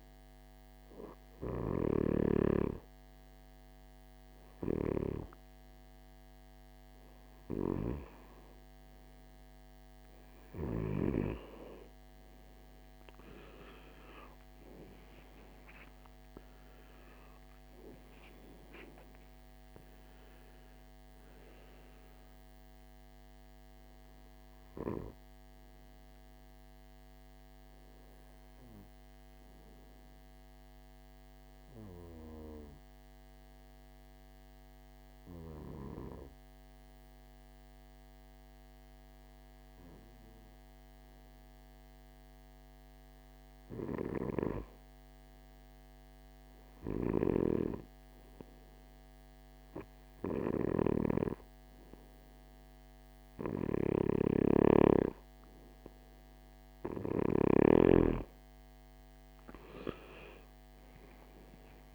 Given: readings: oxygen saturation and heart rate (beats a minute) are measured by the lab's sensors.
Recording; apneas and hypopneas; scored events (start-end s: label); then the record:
breathing in sleep by a microphone on the trachea; 1
0.00-35.50 s: oxygen desaturation (device-marked, oxygen 92% lowest, heart rate 52 extreme)
29.00-56.50 s: hypopnea (oxygen 96% before, 90% lowest, heart rate 67 before, 51 extreme, up 11 after)
49.50-61.95 s: oxygen desaturation (device-marked, oxygen 98% before, 90% lowest, heart rate 55 before, 51 extreme)
58.00-61.95 s: arousal
From the record:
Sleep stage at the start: N2 (light sleep); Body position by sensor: on the right side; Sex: male